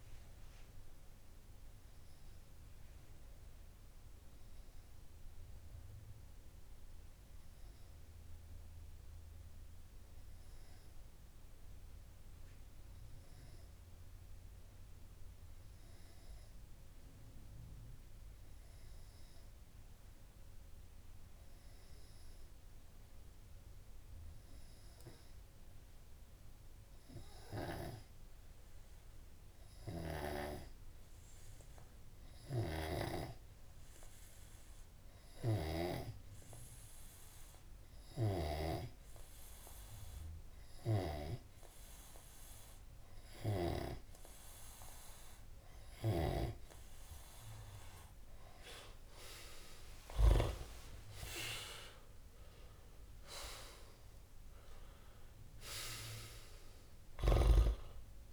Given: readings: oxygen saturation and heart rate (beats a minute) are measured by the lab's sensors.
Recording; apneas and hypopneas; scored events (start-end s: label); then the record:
breathing in sleep by a room microphone; 1
0.00-1.00 s: long interval between heartbeats (device-marked)
1.00-45.50 s: obstructive apnea (oxygen 96% before, 94% lowest)
2.50-4.50 s: long interval between heartbeats (device-marked, heart rate 36 before, 88 extreme)
10.50-12.50 s: long interval between heartbeats (device-marked, heart rate 45 before, 38 extreme)
25.50-37.50 s: oxygen desaturation (device-marked, oxygen 99% before, 95% lowest)
28.50-30.50 s: long interval between heartbeats (device-marked)
36.50-38.50 s: long interval between heartbeats (device-marked)
40.00-42.00 s: long interval between heartbeats (device-marked)
47.00-49.00 s: long interval between heartbeats (device-marked)
51.00-55.00 s: arousal
51.50-53.50 s: long interval between heartbeats (device-marked)
52.50-54.50 s: tachycardia (device-marked)
54.00-56.00 s: long interval between heartbeats (device-marked, heart rate 32 before, 92 extreme)
From the record:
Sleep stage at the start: N2 (light sleep); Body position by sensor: on the back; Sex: male